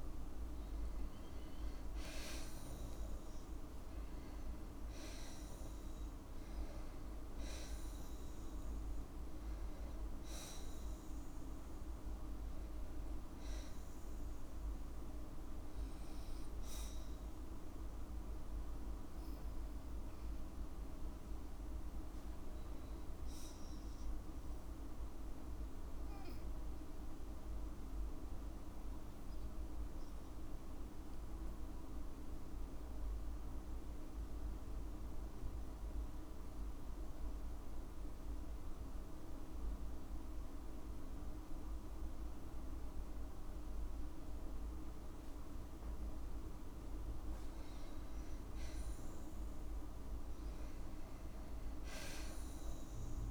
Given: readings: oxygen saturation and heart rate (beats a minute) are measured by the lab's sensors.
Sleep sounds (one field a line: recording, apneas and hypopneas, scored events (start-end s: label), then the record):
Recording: breathing in sleep, hard to hear, by a room microphone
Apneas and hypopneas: 1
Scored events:
0.00-1.00 s: arousal
26.00-46.00 s: obstructive apnea (oxygen 98% before, 92% lowest, heart rate 57 before, 53 extreme, up 5 after)
27.50-44.50 s: oxygen desaturation (device-marked, oxygen 97% before, 92% lowest, heart rate 57 before, 53 extreme)
49.50-53.00 s: arousal
From the record:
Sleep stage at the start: N2 (light sleep)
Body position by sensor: on the back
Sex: female